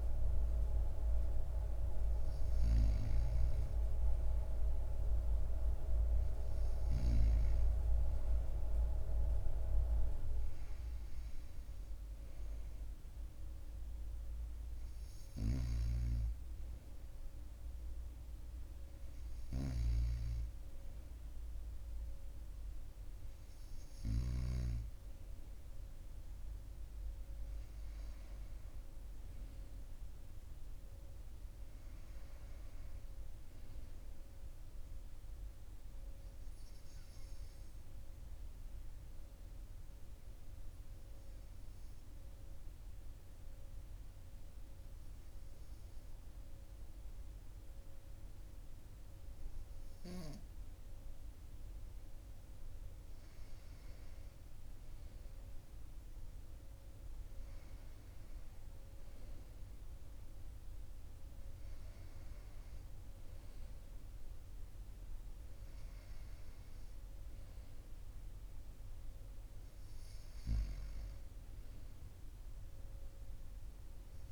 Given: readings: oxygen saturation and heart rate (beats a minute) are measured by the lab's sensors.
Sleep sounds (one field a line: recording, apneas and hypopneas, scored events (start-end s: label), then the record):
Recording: breathing in sleep by a room microphone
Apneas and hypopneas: none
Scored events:
none scored
From the record:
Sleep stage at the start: N2 (light sleep)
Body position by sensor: on the right side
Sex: male